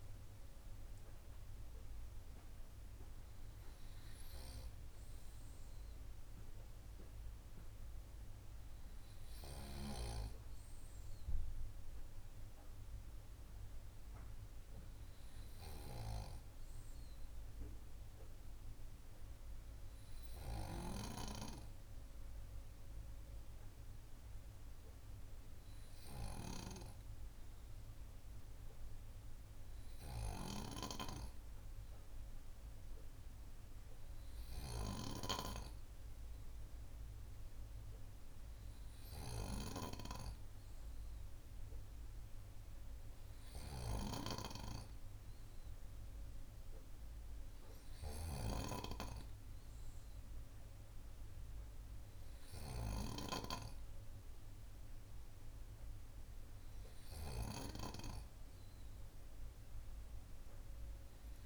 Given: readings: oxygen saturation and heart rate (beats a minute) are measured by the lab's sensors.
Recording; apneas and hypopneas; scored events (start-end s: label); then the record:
breathing in sleep by a room microphone; none
none scored
From the record:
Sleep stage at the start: N2 (light sleep); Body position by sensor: on the right side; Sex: male